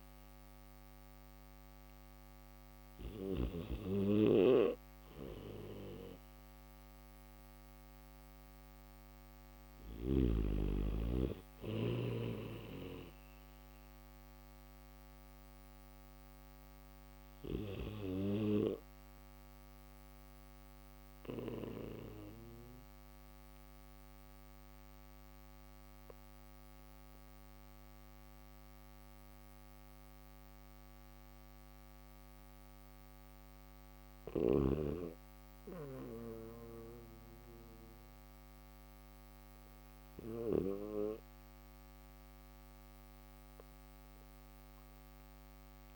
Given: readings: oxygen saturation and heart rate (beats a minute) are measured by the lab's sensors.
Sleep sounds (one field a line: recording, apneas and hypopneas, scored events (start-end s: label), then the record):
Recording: breathing in sleep by a microphone on the trachea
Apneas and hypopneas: none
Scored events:
0.00-3.00 s: snoring (device-marked)
From the record:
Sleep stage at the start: N3 (deep sleep)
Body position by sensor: on the back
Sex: male